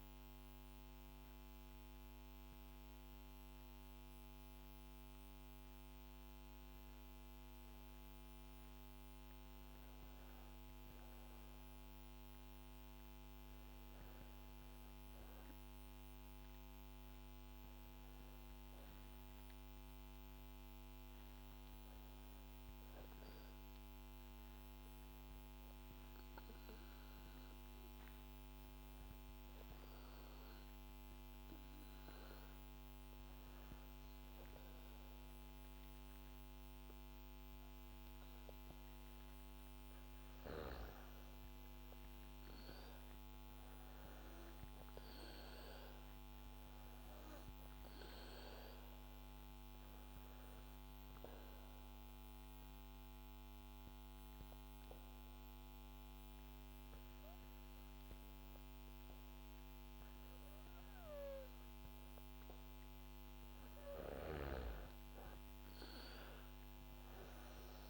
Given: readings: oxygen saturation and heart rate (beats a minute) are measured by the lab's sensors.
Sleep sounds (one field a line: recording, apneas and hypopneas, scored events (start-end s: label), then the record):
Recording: breathing in sleep, hard to hear, by a microphone on the trachea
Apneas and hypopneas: 2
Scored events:
0.00-7.50 s: oxygen desaturation (device-marked, oxygen 93% lowest, heart rate 60 extreme)
29.00-39.00 s: obstructive apnea (oxygen 100% before, 95% lowest, heart rate 62 before, 64 extreme, up 3 after)
41.00-44.50 s: arousal
49.50-62.50 s: obstructive apnea (oxygen 99% before, 94% lowest, heart rate 65 before, 66 extreme, up 3 after)
65.00-67.90 s: arousal
From the record:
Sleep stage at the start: N2 (light sleep)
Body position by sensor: on the back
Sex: female